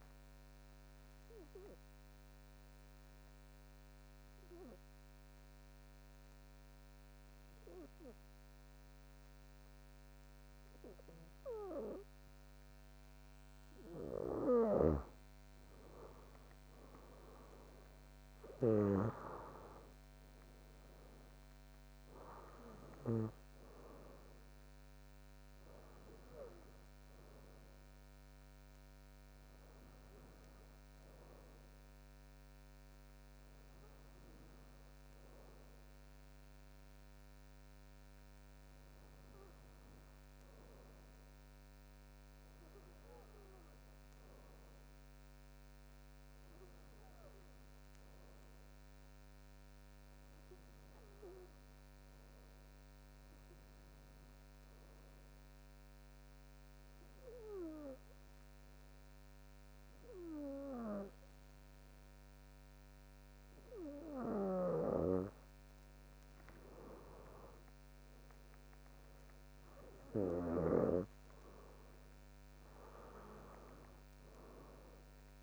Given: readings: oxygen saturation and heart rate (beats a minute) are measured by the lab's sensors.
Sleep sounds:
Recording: breathing in sleep by a microphone on the trachea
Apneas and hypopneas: 2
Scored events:
0.50-7.50 s: bradycardia (device-marked, heart rate 64 before, 56 extreme)
1.50-15.00 s: obstructive apnea (oxygen 98% before, 96% lowest, heart rate 63 before, 57 extreme, up 8 after)
16.50-19.50 s: arousal
23.50-37.50 s: bradycardia (device-marked, heart rate 64 before, 58 extreme)
45.50-52.50 s: bradycardia (device-marked, heart rate 64 before, 58 extreme)
53.50-66.00 s: obstructive apnea (oxygen 98% before, 95% lowest, heart rate 59 before, 58 extreme, up 8 after)
64.50-71.00 s: snoring (device-marked)
68.00-71.50 s: arousal
72.50-75.43 s: bradycardia (device-marked, heart rate 64 before, 58 extreme)
72.50-75.43 s: oxygen desaturation (device-marked, oxygen 98% before, 95% lowest, heart rate 63 before, 58 extreme)
From the record:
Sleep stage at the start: N2 (light sleep)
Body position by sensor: on the back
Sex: female

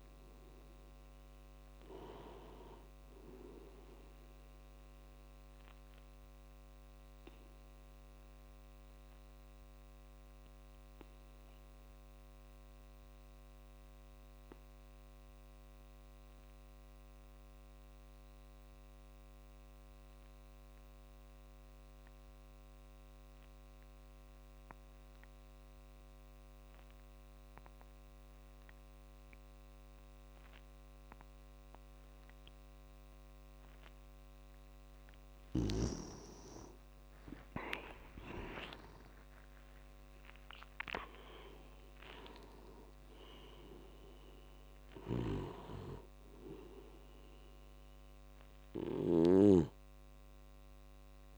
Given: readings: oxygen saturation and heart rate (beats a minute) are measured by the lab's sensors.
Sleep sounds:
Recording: breathing in sleep by a microphone on the trachea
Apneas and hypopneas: 1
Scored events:
0.00-15.00 s: oxygen desaturation (device-marked, oxygen 90% lowest)
6.00-35.00 s: obstructive apnea (oxygen 98% before, 88% lowest)
33.00-51.38 s: oxygen desaturation (device-marked, oxygen 97% before, 88% lowest)
36.50-41.50 s: arousal
45.00-49.50 s: snoring (device-marked)
From the record:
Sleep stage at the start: N2 (light sleep)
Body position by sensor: on the back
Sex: male

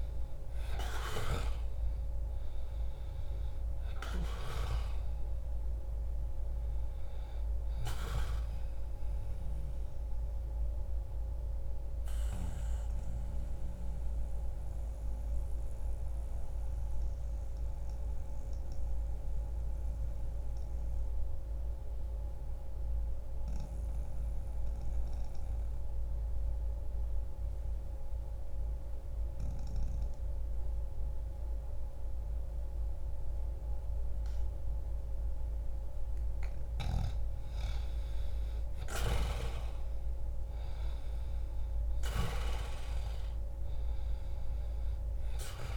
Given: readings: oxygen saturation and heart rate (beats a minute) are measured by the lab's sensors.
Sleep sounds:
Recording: breathing in sleep by a room microphone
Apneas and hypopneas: 1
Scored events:
0.00-1.00 s: arousal
0.00-33.00 s: oxygen desaturation (device-marked, oxygen 97% before, 86% lowest, heart rate 61 before, 59 extreme)
10.00-36.00 s: mixed apnea (oxygen 98% before, 86% lowest, heart rate 60 before, 60 extreme, up 0 after)
38.50-43.50 s: arousal
From the record:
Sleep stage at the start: N2 (light sleep)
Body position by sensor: on the back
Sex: male

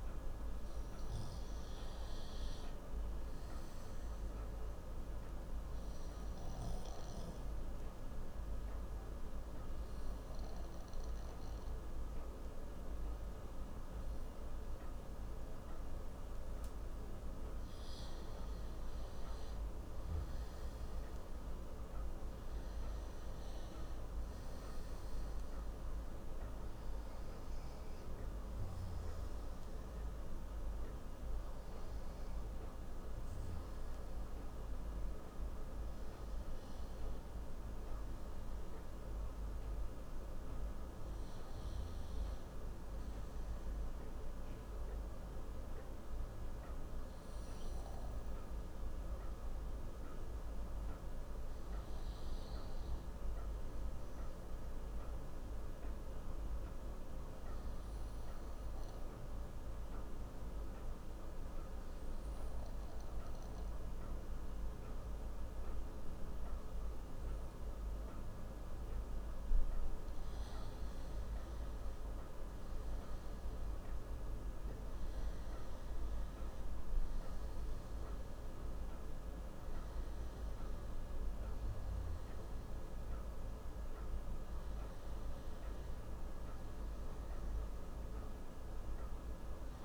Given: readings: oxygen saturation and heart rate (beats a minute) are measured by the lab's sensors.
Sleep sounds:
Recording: breathing in sleep, hard to hear, by a room microphone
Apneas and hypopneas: 2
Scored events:
4.00-18.00 s: obstructive apnea (oxygen 95% before, 90% lowest)
20.50-26.00 s: arousal
30.00-45.00 s: oxygen desaturation (device-marked, oxygen 93% before, 90% lowest)
49.00-52.50 s: arousal
55.00-70.00 s: obstructive apnea (oxygen 96% before, 91% lowest)
72.00-76.00 s: arousal
77.00-89.85 s: oxygen desaturation (device-marked, oxygen 95% before, 91% lowest)
From the record:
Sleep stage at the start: N2 (light sleep)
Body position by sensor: on the left side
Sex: male

